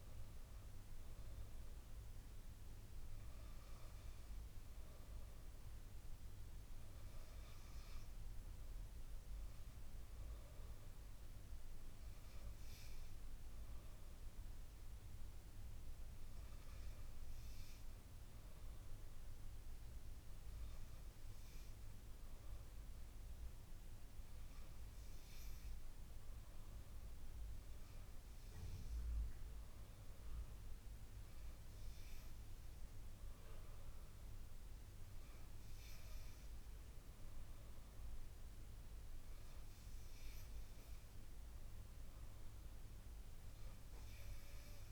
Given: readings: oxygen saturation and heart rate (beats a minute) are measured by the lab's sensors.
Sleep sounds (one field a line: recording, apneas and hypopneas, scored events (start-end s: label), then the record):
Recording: breathing in sleep, hard to hear, by a room microphone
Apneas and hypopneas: none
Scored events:
none scored
From the record:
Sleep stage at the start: N2 (light sleep)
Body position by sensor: on the back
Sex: female